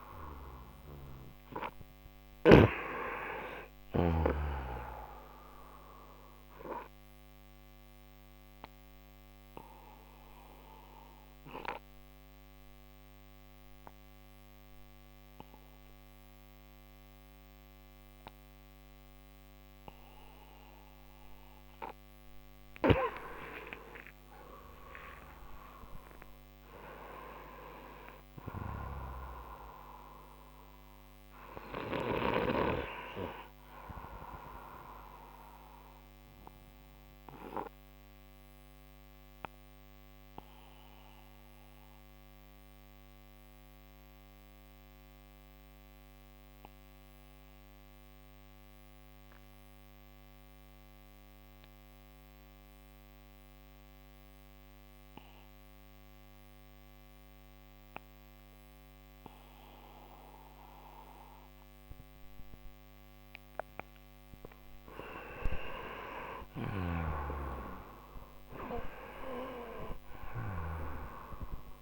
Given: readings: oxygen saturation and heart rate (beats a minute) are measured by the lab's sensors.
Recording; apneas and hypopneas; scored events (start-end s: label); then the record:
breathing in sleep by a microphone on the trachea; 2
0.00-31.50 s: oxygen desaturation (device-marked, oxygen 89% lowest)
6.00-21.50 s: obstructive apnea (oxygen 98% before, 89% lowest)
23.50-27.00 s: arousal
36.00-62.00 s: obstructive apnea (oxygen 97% before, 90% lowest)
63.50-71.82 s: oxygen desaturation (device-marked, oxygen 97% before, 90% lowest)
64.50-68.50 s: arousal
From the record:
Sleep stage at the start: N2 (light sleep); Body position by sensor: on the right side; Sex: male